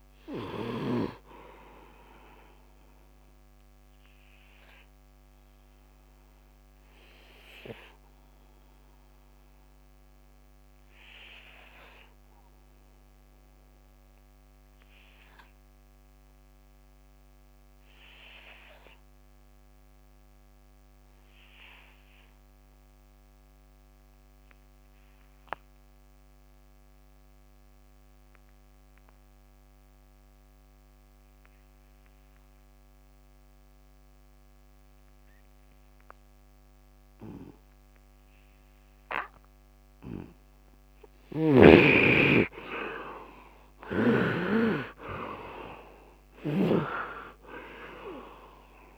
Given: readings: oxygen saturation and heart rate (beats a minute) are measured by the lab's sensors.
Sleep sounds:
breathing in sleep by a microphone on the trachea; 1
0.00-18.50 s: oxygen desaturation (device-marked, oxygen 70% lowest, heart rate 71 extreme)
3.00-38.50 s: obstructive apnea (oxygen 100% before, 69% lowest, heart rate 96 before, 71 extreme)
23.50-48.98 s: oxygen desaturation (device-marked, oxygen 100% before, 69% lowest, heart rate 75 before, 71 extreme)
42.00-46.50 s: arousal
46.00-48.98 s: snoring (device-marked)
From the record:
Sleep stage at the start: N2 (light sleep); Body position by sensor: on the right side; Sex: male

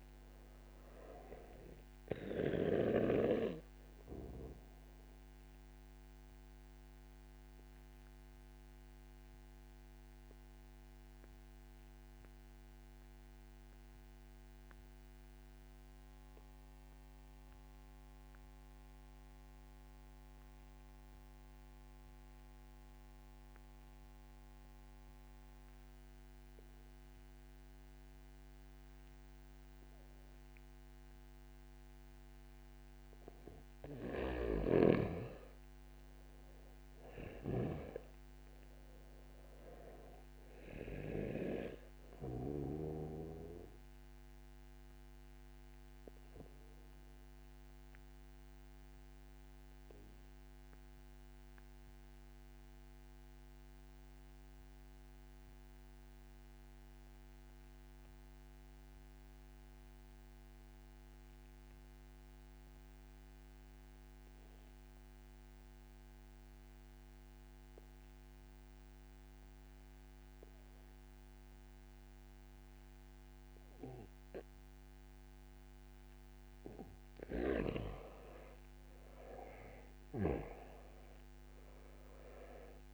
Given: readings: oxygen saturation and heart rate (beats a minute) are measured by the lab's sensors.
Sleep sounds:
breathing in sleep by a microphone on the trachea; 2
0.00-19.00 s: oxygen desaturation (device-marked, oxygen 88% lowest, heart rate 40 extreme)
7.50-30.50 s: obstructive apnea (oxygen 98% before, 87% lowest, heart rate 53 before, 58 extreme, up 3 after)
32.00-34.50 s: arousal
38.00-60.00 s: oxygen desaturation (device-marked, oxygen 95% before, 87% lowest, heart rate 62 before, 58 extreme)
46.00-74.50 s: obstructive apnea (oxygen 97% before, 85% lowest, heart rate 61 before, 59 extreme, up 11 after)
76.00-82.94 s: oxygen desaturation (device-marked, oxygen 96% before, 85% lowest, heart rate 64 before, 58 extreme)
78.50-81.00 s: arousal
From the record:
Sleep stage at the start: N2 (light sleep); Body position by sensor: on the back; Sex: male

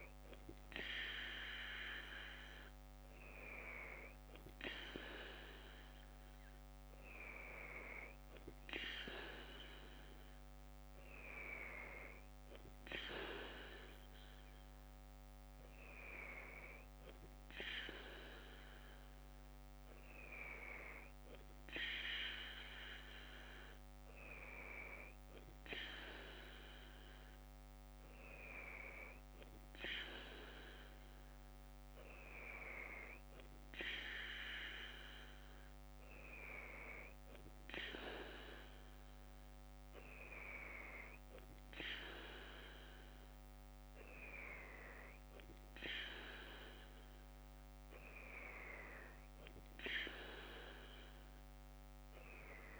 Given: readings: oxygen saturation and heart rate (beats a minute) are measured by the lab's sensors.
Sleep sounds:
breathing in sleep by a microphone on the trachea; none
none scored
From the record:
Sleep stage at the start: N2 (light sleep); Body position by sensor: on the left side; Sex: female

